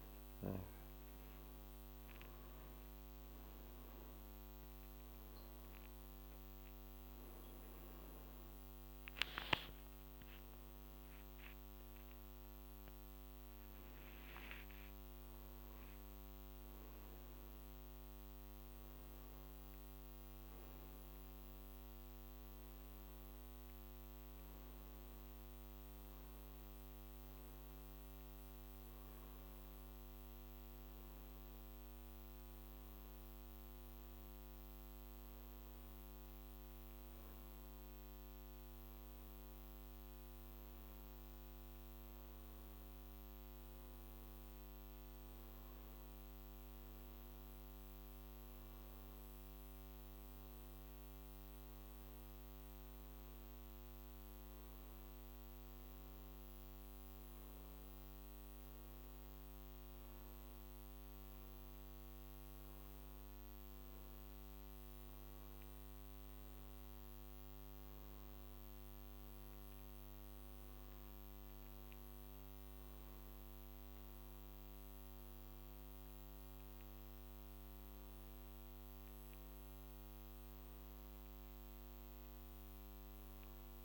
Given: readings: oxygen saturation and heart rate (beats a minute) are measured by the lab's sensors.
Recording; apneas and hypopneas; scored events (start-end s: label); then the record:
a person awake in a sleep study, hard to hear, by a microphone on the trachea; none
none scored
From the record:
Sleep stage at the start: awake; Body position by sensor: on the back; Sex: male